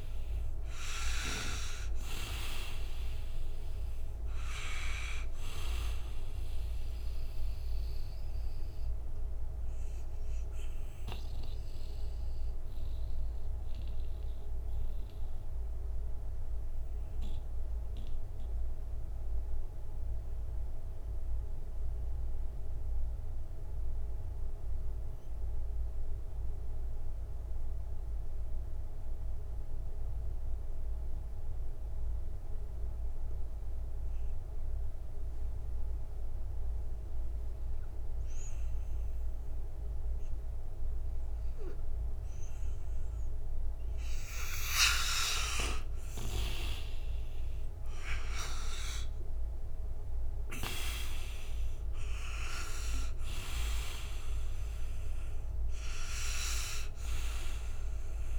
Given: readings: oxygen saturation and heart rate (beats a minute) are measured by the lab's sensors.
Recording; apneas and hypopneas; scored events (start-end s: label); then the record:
breathing in sleep by a room microphone; 1
0.00-26.50 s: oxygen desaturation (device-marked, oxygen 81% lowest, heart rate 48 extreme)
8.00-43.50 s: mixed apnea (oxygen 98% before, 81% lowest, heart rate 60 before, 59 extreme, up 5 after)
43.50-58.39 s: oxygen desaturation (device-marked, oxygen 98% before, 82% lowest, heart rate 60 before, 59 extreme)
45.00-49.00 s: arousal
From the record:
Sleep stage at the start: N2 (light sleep); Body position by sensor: on the right side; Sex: male